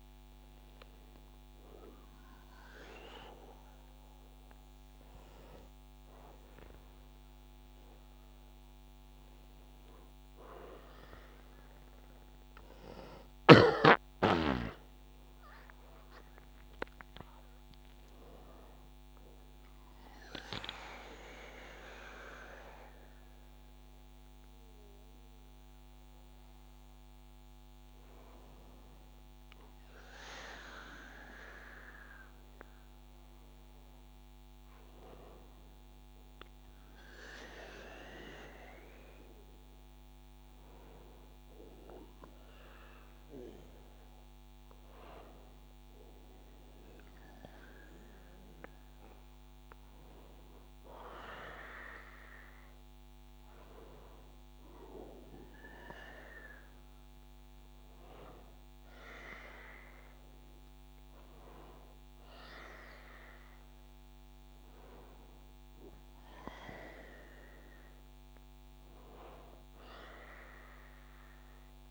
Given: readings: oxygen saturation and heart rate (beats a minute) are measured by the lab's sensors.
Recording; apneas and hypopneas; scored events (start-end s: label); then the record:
a person awake in a sleep study, by a microphone on the trachea; none
none scored
From the record:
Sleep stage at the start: awake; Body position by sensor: on the back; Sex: male